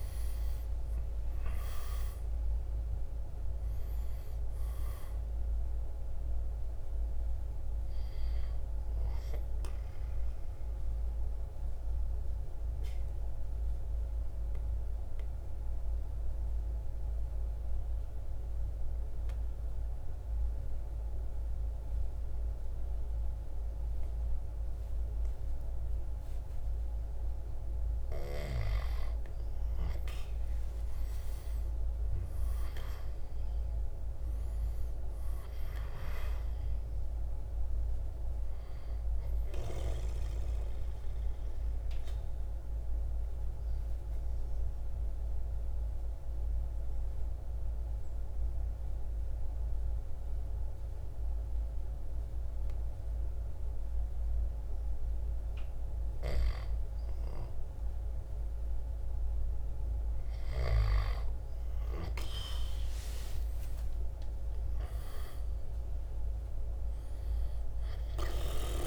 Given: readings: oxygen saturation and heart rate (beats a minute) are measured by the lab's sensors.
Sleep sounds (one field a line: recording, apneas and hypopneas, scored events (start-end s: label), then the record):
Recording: breathing in sleep by a room microphone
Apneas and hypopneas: 2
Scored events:
0.00-1.00 s: arousal
0.00-13.00 s: drop in pulse transit time (device-marked, heart rate 53 extreme)
0.00-25.00 s: oxygen desaturation (device-marked, oxygen 85% lowest, heart rate 50 extreme)
9.50-26.50 s: obstructive apnea (oxygen 98% before, 85% lowest, heart rate 59 before, 50 extreme, up 6 after)
28.50-33.00 s: arousal
39.00-55.50 s: obstructive apnea (oxygen 98% before, 90% lowest, heart rate 56 before, 50 extreme, up 8 after)
41.00-55.00 s: oxygen desaturation (device-marked, oxygen 98% before, 90% lowest, heart rate 57 before, 50 extreme)
55.50-60.00 s: snoring (device-marked)
62.00-67.00 s: arousal
65.00-68.87 s: drop in pulse transit time (device-marked, heart rate 54 before, 53 extreme)
From the record:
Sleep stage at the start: N2 (light sleep)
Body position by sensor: on the right side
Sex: male